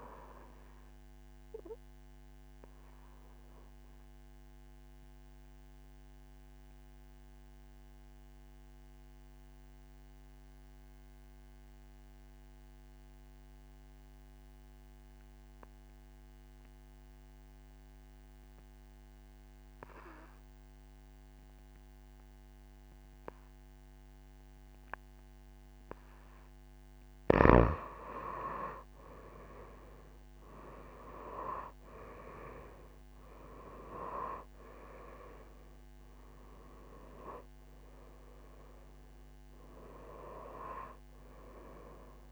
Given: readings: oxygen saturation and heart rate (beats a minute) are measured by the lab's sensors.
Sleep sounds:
breathing in sleep by a microphone on the trachea; 1
0.00-17.00 s: oxygen desaturation (device-marked, oxygen 87% lowest)
0.50-25.00 s: obstructive apnea (oxygen 97% before, 87% lowest)
27.00-42.32 s: oxygen desaturation (device-marked, oxygen 97% before, 90% lowest)
33.50-39.00 s: arousal
From the record:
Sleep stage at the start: N2 (light sleep); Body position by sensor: on the back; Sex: female

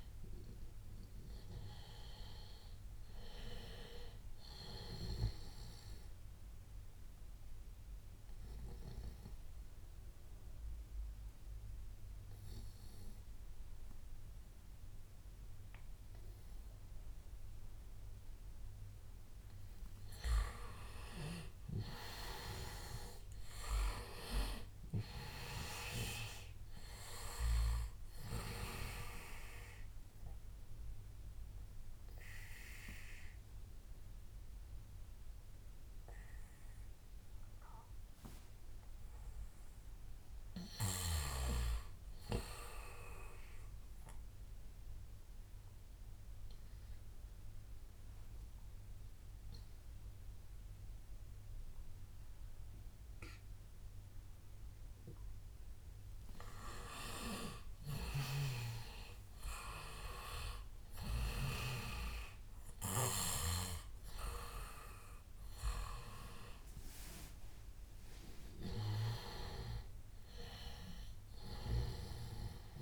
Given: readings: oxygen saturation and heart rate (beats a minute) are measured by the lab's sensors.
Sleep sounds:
a person partly awake in a sleep study, by a room microphone; 2
0.00-7.00 s: oxygen desaturation (device-marked, oxygen 93% lowest, heart rate 74 extreme)
4.50-19.50 s: obstructive apnea (oxygen 97% before, 91% lowest, heart rate 82 before, 74 extreme, up 11 after)
20.50-24.50 s: arousal
26.00-42.00 s: oxygen desaturation (device-marked, oxygen 97% before, 92% lowest, heart rate 77 before, 75 extreme)
44.00-55.50 s: obstructive apnea (heart rate 80 before, 75 extreme, up 8 after)
53.00-72.82 s: new sleep stage, awake
From the record:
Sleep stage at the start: N2 (light sleep); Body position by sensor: on the back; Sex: male

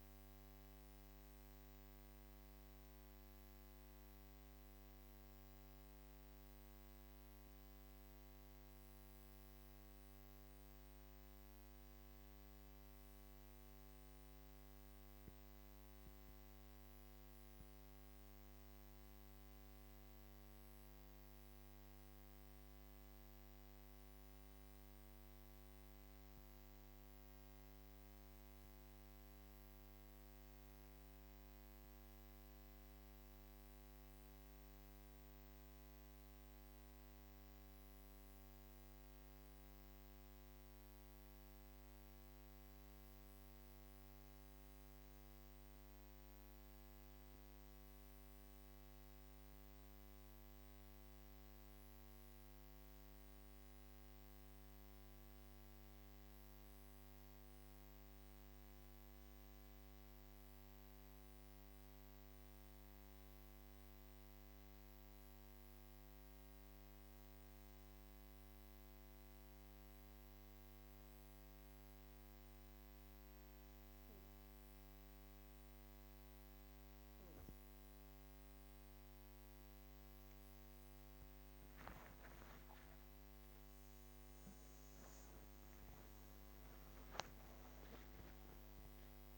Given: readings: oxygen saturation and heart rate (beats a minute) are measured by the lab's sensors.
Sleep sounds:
breathing in sleep, hard to hear, by a microphone on the trachea; 2
1.00-89.38 s: new sleep stage, N2 (light sleep)
9.50-29.00 s: mixed apnea (oxygen 99% before, 94% lowest, heart rate 78 before, 49 extreme, up 9 after)
30.50-34.50 s: arousal
33.00-49.00 s: oxygen desaturation (device-marked, oxygen 98% before, 95% lowest, heart rate 104 before, 54 extreme)
63.00-79.00 s: hypopnea (oxygen 97% before, 94% lowest, heart rate 112 before, 45 extreme)
81.50-86.50 s: arousal
From the record:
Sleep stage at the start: N1 (lightest sleep); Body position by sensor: on the back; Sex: female

